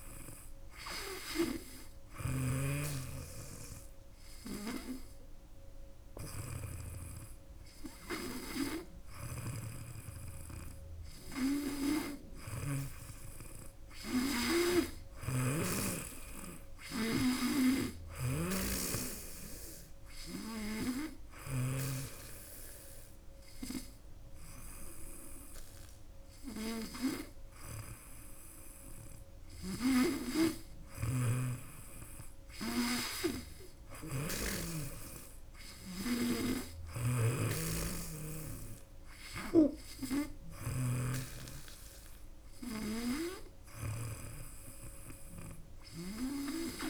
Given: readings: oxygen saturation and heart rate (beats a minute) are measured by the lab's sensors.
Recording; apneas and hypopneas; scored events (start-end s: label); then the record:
breathing in sleep by a room microphone; none
0.00-2.00 s: snoring (device-marked)
12.00-15.50 s: snoring (device-marked)
17.50-21.50 s: snoring (device-marked)
30.50-46.90 s: snoring (device-marked)
From the record:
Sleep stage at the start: N2 (light sleep); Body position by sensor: on the back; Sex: female